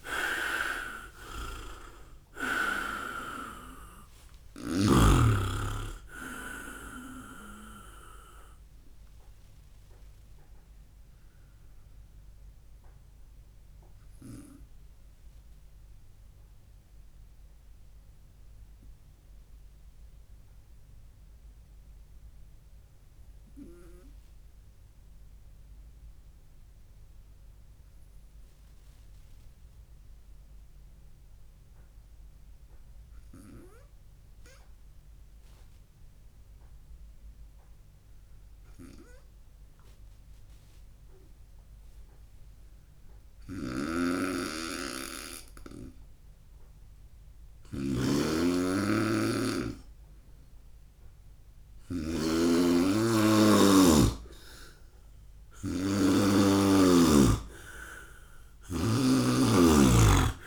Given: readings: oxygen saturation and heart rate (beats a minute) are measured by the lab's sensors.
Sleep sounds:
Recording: breathing in sleep by a room microphone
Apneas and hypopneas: 1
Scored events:
0.00-5.00 s: snoring (device-marked)
0.00-11.50 s: oxygen desaturation (device-marked, oxygen 94% lowest, heart rate 63 extreme)
9.00-47.50 s: obstructive apnea (oxygen 99% before, 92% lowest, heart rate 70 before, 62 extreme, up 0 after)
24.50-32.50 s: oxygen desaturation (device-marked, oxygen 95% before, 92% lowest, heart rate 68 before, 62 extreme)
43.50-52.00 s: snoring (device-marked)
56.50-60.47 s: arousal
From the record:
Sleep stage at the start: N2 (light sleep)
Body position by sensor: on the right side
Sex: male

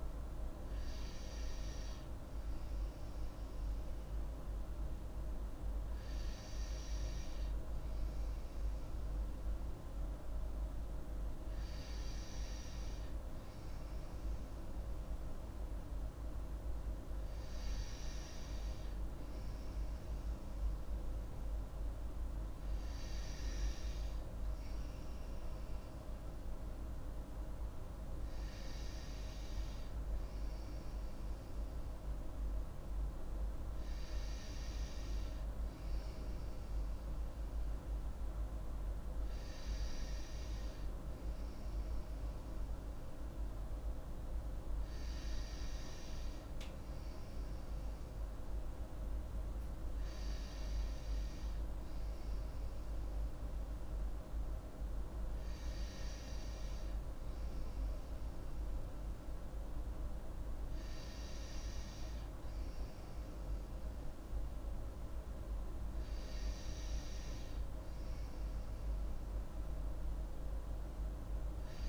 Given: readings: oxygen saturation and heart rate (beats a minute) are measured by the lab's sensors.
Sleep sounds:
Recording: breathing in sleep, hard to hear, by a room microphone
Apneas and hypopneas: none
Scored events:
none scored
From the record:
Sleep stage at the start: N2 (light sleep)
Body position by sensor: on the right side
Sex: female

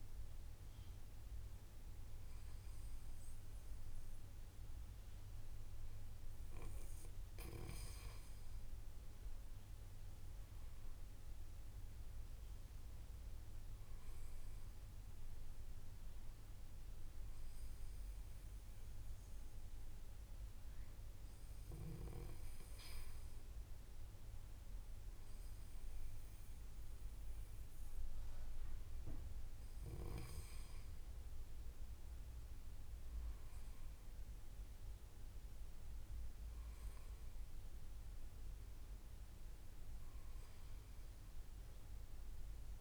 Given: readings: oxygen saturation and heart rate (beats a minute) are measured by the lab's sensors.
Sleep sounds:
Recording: breathing in sleep by a room microphone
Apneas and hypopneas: 1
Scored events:
9.00-13.00 s: arousal
17.50-29.50 s: hypopnea (oxygen 94% before, 93% lowest, heart rate 59 before, 56 extreme, up 5 after)
32.50-36.50 s: arousal
From the record:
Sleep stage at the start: N2 (light sleep)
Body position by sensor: on the back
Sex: male

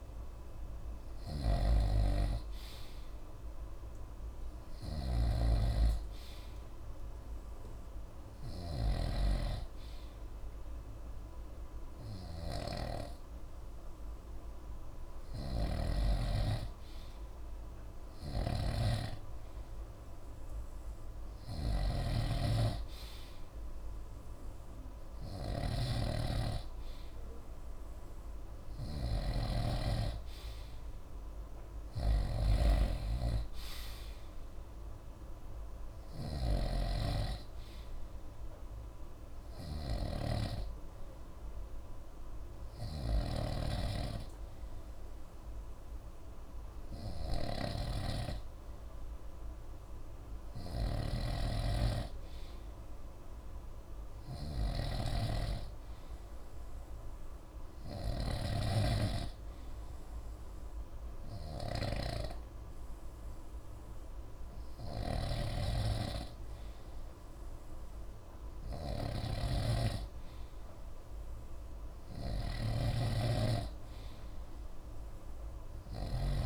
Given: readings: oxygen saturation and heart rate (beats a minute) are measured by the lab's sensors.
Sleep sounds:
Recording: breathing in sleep by a room microphone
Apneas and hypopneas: none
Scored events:
0.00-76.46 s: snoring (device-marked)
From the record:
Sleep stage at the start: N2 (light sleep)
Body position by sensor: on the right side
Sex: male

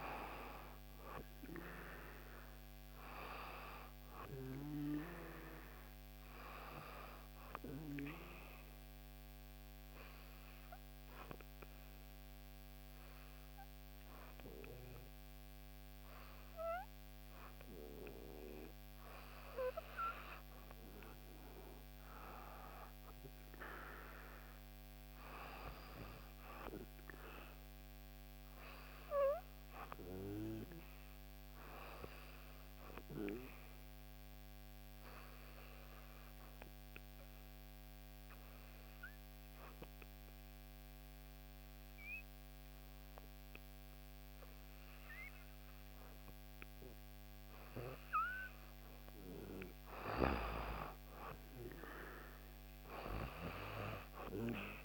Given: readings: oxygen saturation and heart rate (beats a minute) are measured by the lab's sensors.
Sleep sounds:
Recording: breathing in sleep by a microphone on the trachea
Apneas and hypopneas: 2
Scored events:
0.00-3.00 s: arousal
0.00-21.50 s: oxygen desaturation (device-marked, oxygen 90% lowest, heart rate 59 extreme)
8.00-20.00 s: obstructive apnea (oxygen 97% before, 90% lowest, heart rate 61 before, 59 extreme, up 3 after)
23.00-26.00 s: arousal
33.00-48.00 s: obstructive apnea (oxygen 97% before, 88% lowest, heart rate 60 before, 58 extreme, up 3 after)
50.50-54.00 s: arousal
53.50-54.84 s: oxygen desaturation (device-marked, oxygen 95% before, 91% lowest, heart rate 60 before, 58 extreme)
From the record:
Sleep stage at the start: N2 (light sleep)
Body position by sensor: on the back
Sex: female

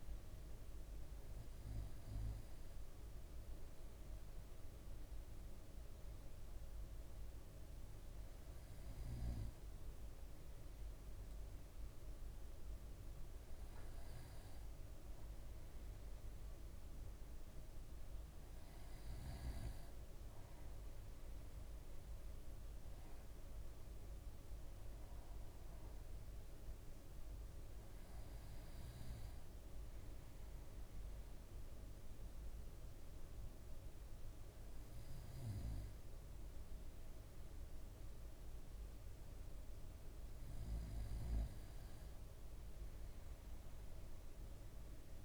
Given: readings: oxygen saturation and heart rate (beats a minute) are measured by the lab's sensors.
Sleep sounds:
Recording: breathing in sleep, hard to hear, by a room microphone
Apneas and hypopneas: none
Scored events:
none scored
From the record:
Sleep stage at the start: N2 (light sleep)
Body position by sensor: on the right side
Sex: male

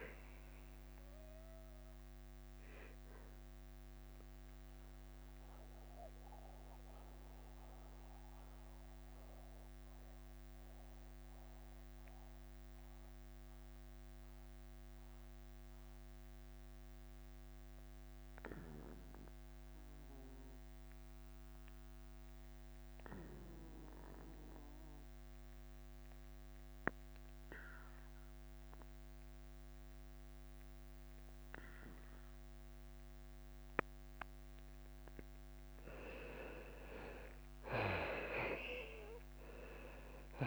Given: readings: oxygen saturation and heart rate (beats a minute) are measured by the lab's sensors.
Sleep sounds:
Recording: breathing in sleep by a microphone on the trachea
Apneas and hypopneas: 1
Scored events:
0.00-7.50 s: drop in pulse transit time (device-marked, heart rate 83 extreme)
4.50-36.00 s: mixed apnea (oxygen 98% before, 80% lowest, heart rate 86 before, 79 extreme, up 9 after)
14.50-22.50 s: oxygen desaturation (device-marked, oxygen 96% before, 86% lowest, heart rate 86 before, 79 extreme)
30.50-40.47 s: oxygen desaturation (device-marked, oxygen 99% before, 90% lowest, heart rate 81 before, 81 extreme)
36.50-40.47 s: drop in pulse transit time (device-marked, heart rate 81 before, 81 extreme)
38.50-40.47 s: arousal
From the record:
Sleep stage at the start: N2 (light sleep)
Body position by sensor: on the back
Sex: male

